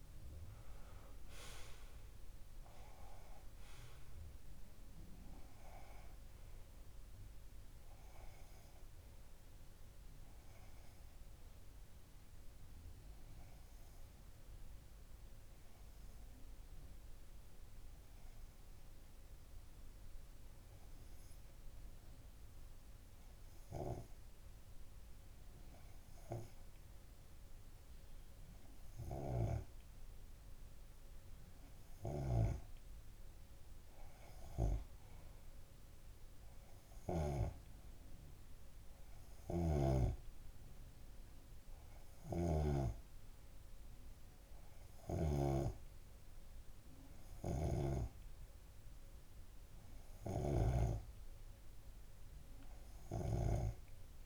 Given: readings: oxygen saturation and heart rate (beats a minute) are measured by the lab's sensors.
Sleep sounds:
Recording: breathing in sleep by a room microphone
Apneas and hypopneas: 1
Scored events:
14.00-29.50 s: obstructive apnea (oxygen 95% before, 93% lowest)
32.50-35.50 s: arousal
42.50-51.00 s: snoring (device-marked)
From the record:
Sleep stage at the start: N2 (light sleep)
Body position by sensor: on the left side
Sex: male

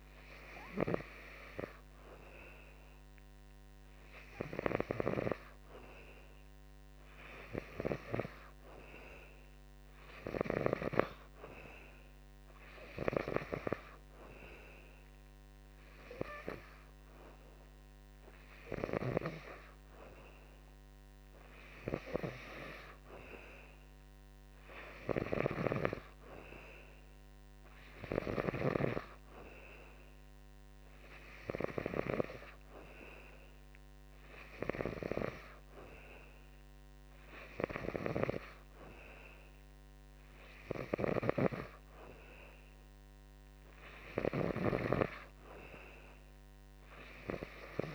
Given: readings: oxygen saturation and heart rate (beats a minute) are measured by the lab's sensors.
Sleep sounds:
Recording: breathing in sleep by a microphone on the trachea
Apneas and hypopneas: none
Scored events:
none scored
From the record:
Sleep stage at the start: N2 (light sleep)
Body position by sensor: on the back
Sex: male

